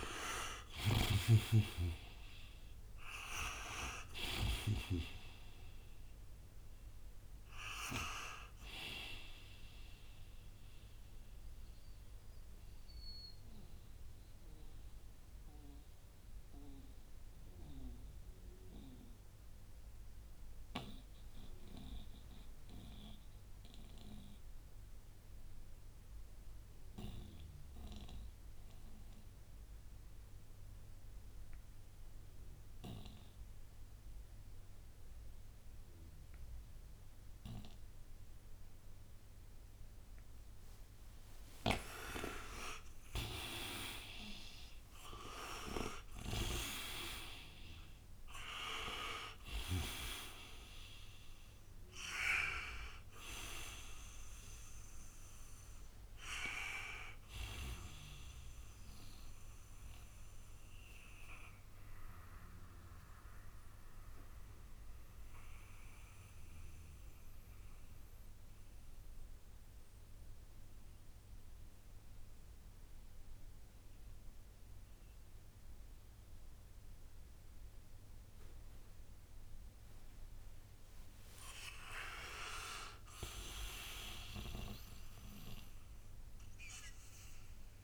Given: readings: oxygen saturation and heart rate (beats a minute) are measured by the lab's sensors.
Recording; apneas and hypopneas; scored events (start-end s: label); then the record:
breathing in sleep by a room microphone; 2
0.00-4.50 s: snoring (device-marked)
0.00-27.50 s: oxygen desaturation (device-marked, oxygen 78% lowest, heart rate 58 extreme)
11.50-40.50 s: mixed apnea (oxygen 96% before, 78% lowest, heart rate 75 before, 58 extreme, up 31 after)
41.50-47.00 s: arousal
45.50-72.50 s: oxygen desaturation (device-marked, oxygen 98% before, 85% lowest, heart rate 66 before, 59 extreme)
59.50-78.50 s: central apnea (oxygen 99% before, 85% lowest, heart rate 85 before, 58 extreme)
80.50-85.00 s: arousal
From the record:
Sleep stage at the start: N2 (light sleep); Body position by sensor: on the right side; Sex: male